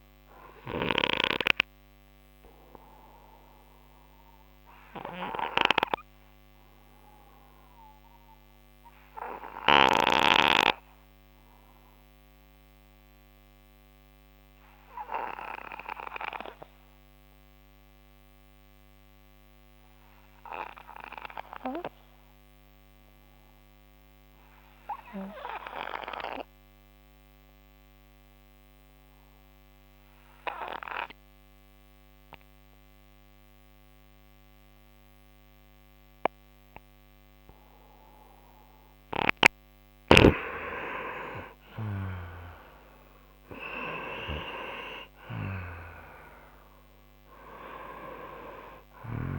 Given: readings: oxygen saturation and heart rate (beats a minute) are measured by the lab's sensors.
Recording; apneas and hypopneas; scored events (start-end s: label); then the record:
breathing in sleep by a microphone on the trachea; 1
0.00-21.50 s: oxygen desaturation (device-marked, oxygen 90% lowest)
1.50-38.50 s: obstructive apnea (oxygen 98% before, 87% lowest)
34.50-49.39 s: oxygen desaturation (device-marked, oxygen 97% before, 87% lowest)
41.00-44.50 s: arousal
From the record:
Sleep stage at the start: N2 (light sleep); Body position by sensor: on the right side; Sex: male